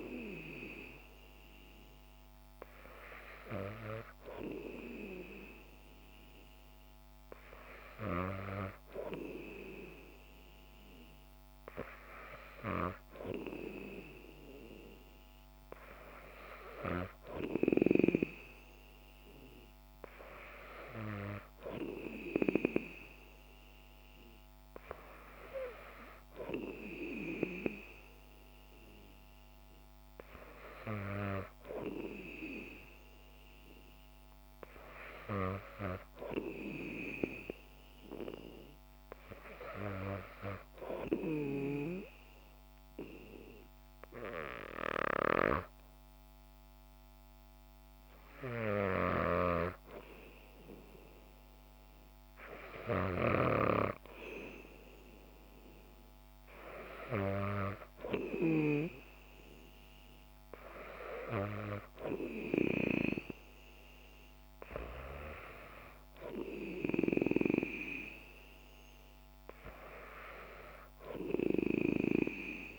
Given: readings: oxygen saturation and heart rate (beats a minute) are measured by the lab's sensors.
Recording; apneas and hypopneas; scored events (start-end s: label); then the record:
breathing in sleep by a microphone on the trachea; none
49.00-53.50 s: snoring (device-marked)
From the record:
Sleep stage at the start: N2 (light sleep); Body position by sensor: on the back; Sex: female